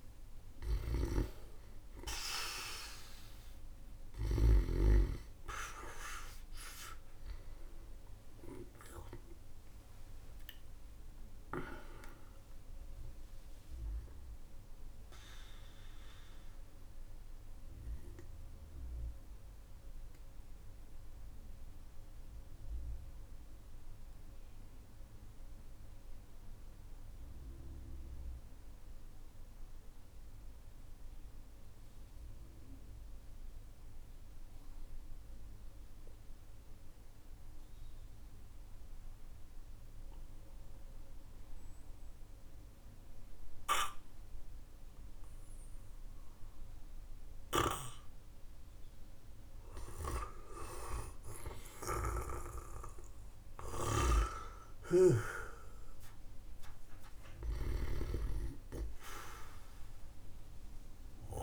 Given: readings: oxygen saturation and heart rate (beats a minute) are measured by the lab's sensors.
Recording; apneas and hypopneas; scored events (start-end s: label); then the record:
breathing in sleep by a room microphone; 1
0.00-4.50 s: snoring (device-marked)
0.00-35.00 s: oxygen desaturation (device-marked, oxygen 92% lowest, heart rate 44 extreme)
12.50-16.00 s: arousal
18.00-49.00 s: obstructive apnea (oxygen 98% before, 92% lowest, heart rate 63 before, 45 extreme, up 15 after)
51.00-55.50 s: arousal
51.50-55.00 s: snoring (device-marked)
57.00-61.43 s: snoring (device-marked)
From the record:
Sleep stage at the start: N2 (light sleep); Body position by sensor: on the back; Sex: male